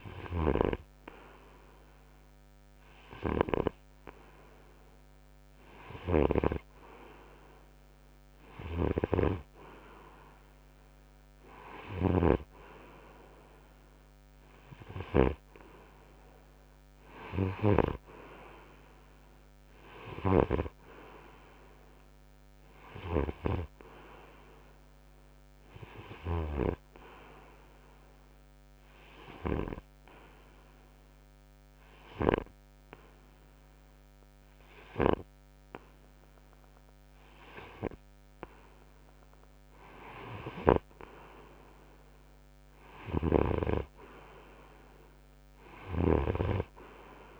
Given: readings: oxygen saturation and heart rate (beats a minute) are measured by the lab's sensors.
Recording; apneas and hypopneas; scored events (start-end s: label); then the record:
breathing in sleep by a microphone on the trachea; 1
0.00-4.50 s: oxygen desaturation (device-marked, oxygen 90% lowest, heart rate 65 extreme)
0.00-12.50 s: snoring (device-marked)
28.00-41.50 s: hypopnea (oxygen 93% before, 91% lowest, heart rate 67 before, 64 extreme, up 2 after)
43.00-47.40 s: snoring (device-marked)
44.00-47.40 s: arousal
From the record:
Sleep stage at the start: N2 (light sleep); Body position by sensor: on the front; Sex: male